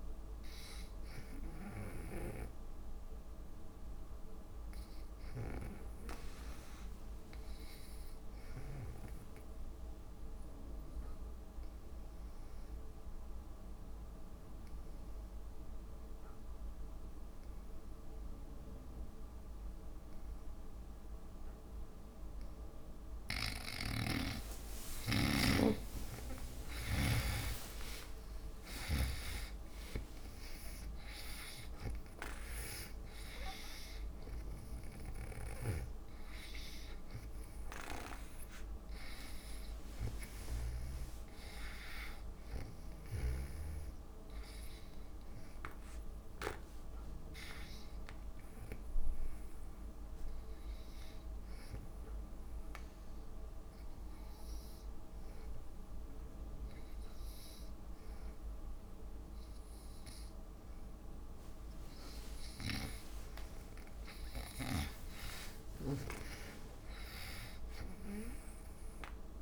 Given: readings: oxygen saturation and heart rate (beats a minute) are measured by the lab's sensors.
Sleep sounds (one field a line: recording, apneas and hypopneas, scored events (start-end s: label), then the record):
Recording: breathing in sleep by a room microphone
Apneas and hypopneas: 2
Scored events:
0.00-12.00 s: oxygen desaturation (device-marked, oxygen 87% lowest)
2.50-6.00 s: snoring (device-marked)
10.50-23.50 s: obstructive apnea (oxygen 96% before, 75% lowest)
24.00-27.50 s: snoring (device-marked)
24.00-46.00 s: oxygen desaturation (device-marked, oxygen 96% before, 75% lowest)
26.00-30.50 s: arousal
51.50-64.00 s: obstructive apnea (oxygen 97% before, 71% lowest)
59.00-69.00 s: oxygen desaturation (device-marked, oxygen 97% before, 92% lowest)
65.50-69.00 s: arousal
From the record:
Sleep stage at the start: N2 (light sleep)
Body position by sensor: on the back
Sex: female